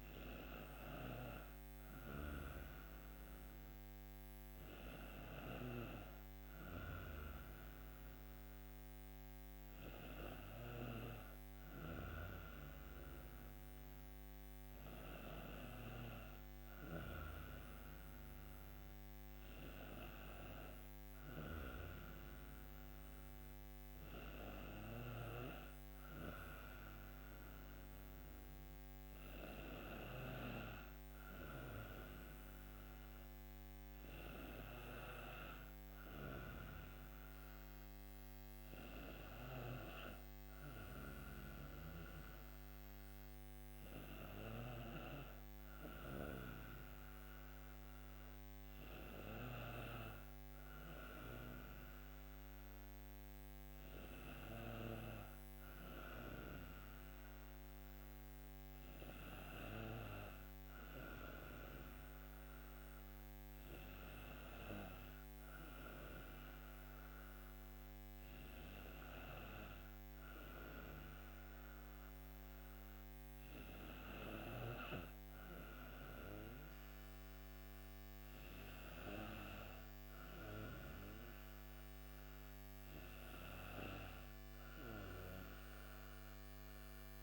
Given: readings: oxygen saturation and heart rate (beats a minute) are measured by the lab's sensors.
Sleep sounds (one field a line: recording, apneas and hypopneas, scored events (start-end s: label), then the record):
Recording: breathing in sleep by a microphone on the trachea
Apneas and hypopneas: none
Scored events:
0.00-10.50 s: snoring (device-marked)
24.50-30.00 s: snoring (device-marked)
44.00-49.50 s: snoring (device-marked)
From the record:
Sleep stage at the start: N2 (light sleep)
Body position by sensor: on the right side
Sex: female